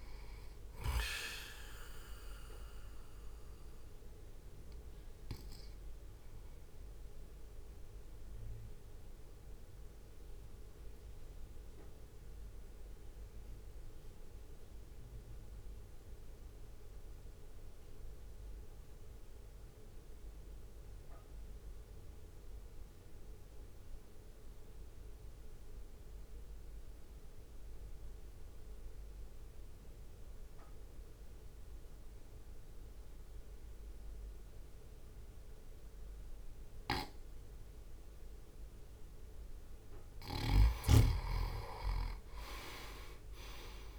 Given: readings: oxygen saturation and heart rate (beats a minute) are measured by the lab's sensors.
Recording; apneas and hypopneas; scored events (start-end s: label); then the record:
breathing in sleep by a room microphone; 1
0.00-2.50 s: oxygen desaturation (device-marked, oxygen 91% lowest, heart rate 50 extreme)
0.00-7.50 s: drop in pulse transit time (device-marked, heart rate 50 extreme)
2.50-39.50 s: mixed apnea (oxygen 98% before, 87% lowest, heart rate 57 before, 51 extreme, up 5 after)
4.50-22.50 s: oxygen desaturation (device-marked, oxygen 94% before, 88% lowest, heart rate 56 before, 53 extreme)
31.50-43.99 s: oxygen desaturation (device-marked, oxygen 98% before, 87% lowest, heart rate 62 before, 51 extreme)
From the record:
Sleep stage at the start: N2 (light sleep); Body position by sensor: on the right side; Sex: male